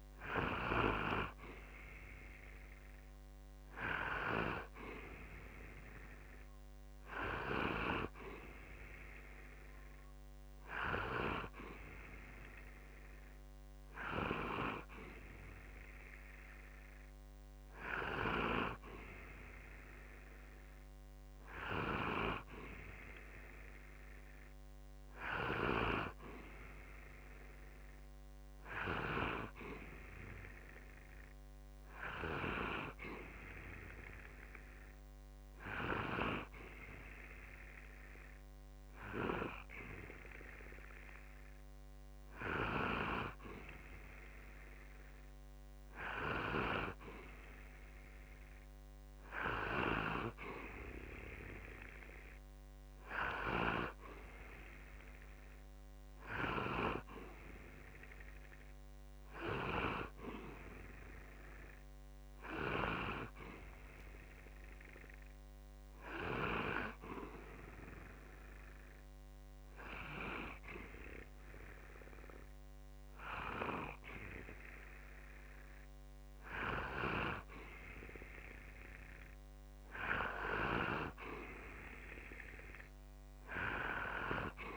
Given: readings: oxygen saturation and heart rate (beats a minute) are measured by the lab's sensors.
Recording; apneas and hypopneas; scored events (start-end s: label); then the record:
breathing in sleep by a microphone on the trachea; 1
66.50-77.00 s: hypopnea (oxygen 91% before, 89% lowest, heart rate 63 before, 61 extreme, up 5 after)
79.50-83.00 s: arousal
From the record:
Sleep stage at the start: N2 (light sleep); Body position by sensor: on the back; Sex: male